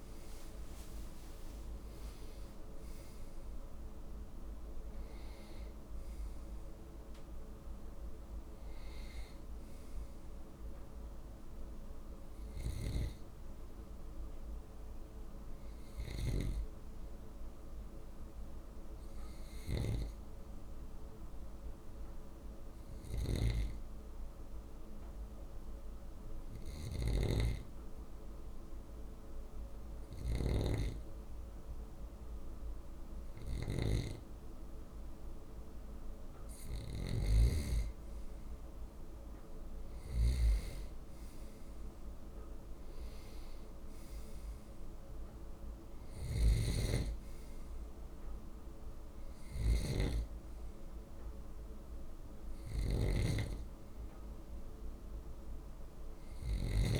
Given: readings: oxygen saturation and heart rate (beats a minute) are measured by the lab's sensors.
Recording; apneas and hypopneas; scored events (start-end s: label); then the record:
breathing in sleep by a room microphone; 1
12.00-19.50 s: snoring (device-marked)
14.00-18.50 s: arousal
21.00-36.00 s: obstructive apnea (oxygen 96% before, 94% lowest, heart rate 175 before, 98 extreme, up 39 after)
26.50-57.00 s: snoring (device-marked)
37.50-40.50 s: arousal
From the record:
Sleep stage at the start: N2 (light sleep); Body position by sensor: on the left side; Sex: male